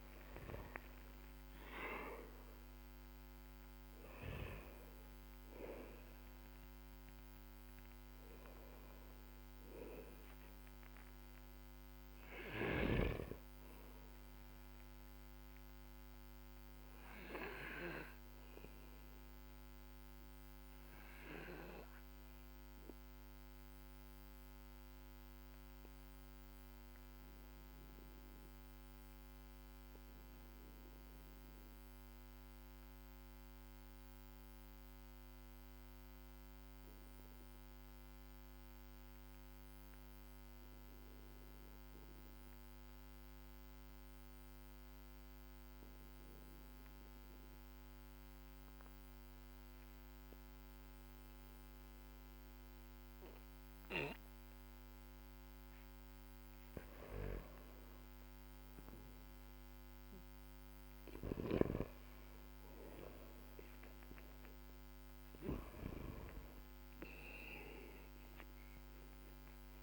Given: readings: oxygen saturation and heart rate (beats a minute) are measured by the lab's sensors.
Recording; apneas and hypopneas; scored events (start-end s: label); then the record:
breathing in sleep by a microphone on the trachea; 1
0.00-3.50 s: arousal
0.00-37.50 s: oxygen desaturation (device-marked, oxygen 93% lowest, heart rate 45 extreme)
17.50-54.00 s: obstructive apnea (oxygen 99% before, 93% lowest, heart rate 57 before, 47 extreme, up 2 after)
57.50-63.50 s: arousal
From the record:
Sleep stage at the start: N2 (light sleep); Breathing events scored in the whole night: 324 in 5.7 hours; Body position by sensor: on the back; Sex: male